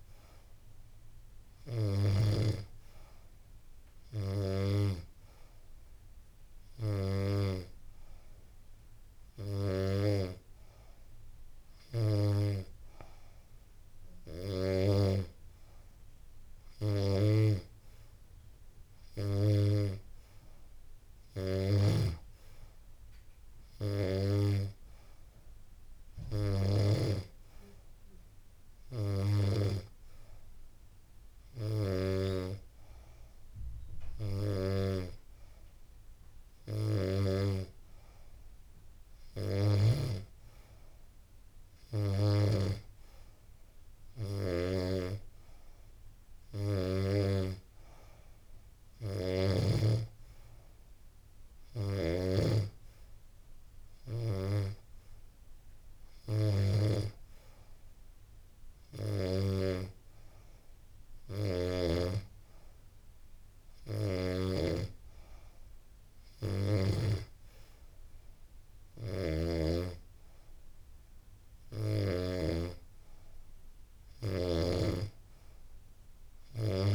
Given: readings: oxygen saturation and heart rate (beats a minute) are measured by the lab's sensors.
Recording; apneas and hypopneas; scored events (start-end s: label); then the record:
breathing in sleep by a room microphone; none
none scored
From the record:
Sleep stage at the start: N2 (light sleep); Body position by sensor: on the back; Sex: female